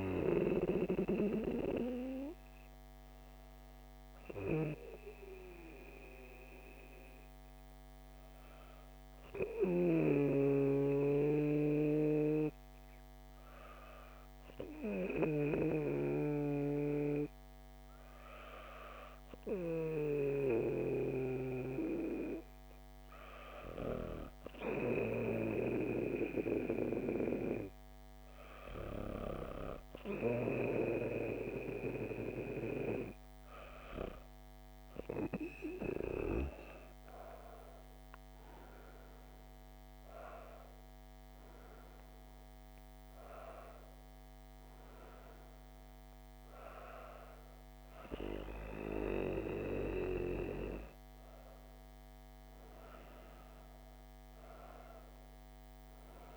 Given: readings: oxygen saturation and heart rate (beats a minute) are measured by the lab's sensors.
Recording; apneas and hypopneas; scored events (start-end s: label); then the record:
breathing in sleep by a microphone on the trachea; 1
4.50-27.50 s: hypopnea (oxygen 97% before, 96% lowest, heart rate 130 before, 119 extreme)
34.00-41.00 s: arousal
From the record:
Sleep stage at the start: N2 (light sleep); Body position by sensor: on the back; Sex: female